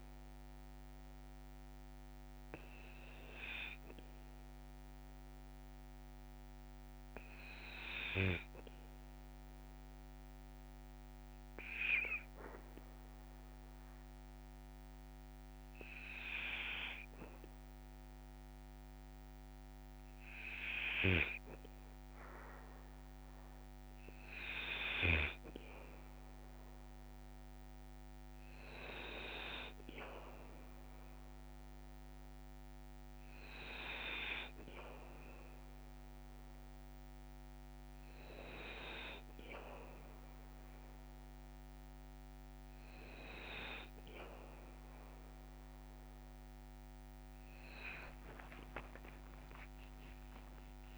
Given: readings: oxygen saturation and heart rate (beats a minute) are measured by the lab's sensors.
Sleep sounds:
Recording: breathing in sleep by a microphone on the trachea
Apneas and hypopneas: none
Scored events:
48.50-50.50 s: long interval between heartbeats (device-marked, heart rate 55 before, 68 extreme)
48.50-50.98 s: arousal
From the record:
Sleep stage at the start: N2 (light sleep)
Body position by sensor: on the back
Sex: male

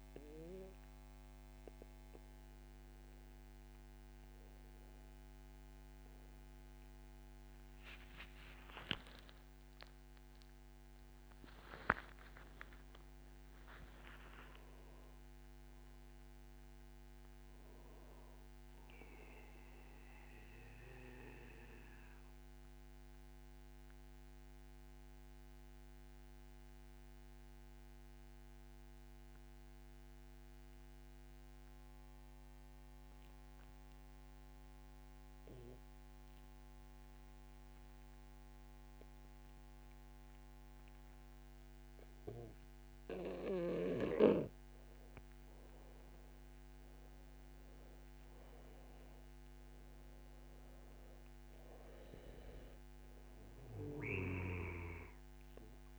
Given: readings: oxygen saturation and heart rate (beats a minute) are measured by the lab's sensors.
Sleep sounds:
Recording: breathing in sleep by a microphone on the trachea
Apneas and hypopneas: 1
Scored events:
0.00-16.00 s: oxygen desaturation (device-marked, oxygen 88% lowest, heart rate 26 extreme)
12.50-17.00 s: arousal
21.50-43.00 s: obstructive apnea (oxygen 97% before, 90% lowest, heart rate 71 before, 52 extreme, up 1 after)
44.00-55.99 s: oxygen desaturation (device-marked, oxygen 97% before, 90% lowest, heart rate 61 before, 52 extreme)
45.00-49.50 s: arousal
From the record:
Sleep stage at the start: N2 (light sleep)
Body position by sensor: on the back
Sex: male

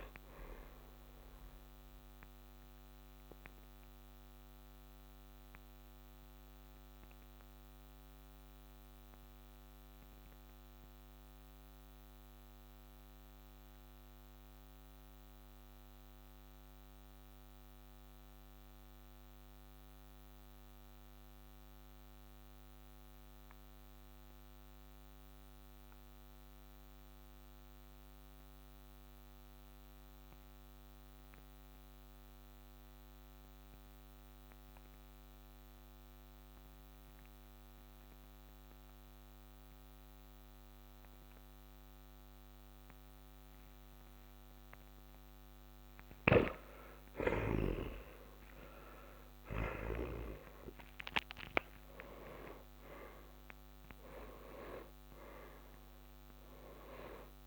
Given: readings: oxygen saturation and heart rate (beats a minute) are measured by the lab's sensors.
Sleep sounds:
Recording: breathing in sleep by a microphone on the trachea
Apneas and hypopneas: 1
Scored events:
0.00-12.00 s: oxygen desaturation (device-marked, oxygen 92% lowest, heart rate 53 extreme)
2.00-46.00 s: mixed apnea (oxygen 97% before, 89% lowest, heart rate 64 before, 49 extreme, up 13 after)
48.00-53.50 s: arousal
50.00-57.47 s: oxygen desaturation (device-marked, oxygen 96% before, 89% lowest, heart rate 56 before, 42 extreme)
From the record:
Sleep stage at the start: N2 (light sleep)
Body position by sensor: on the back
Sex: male

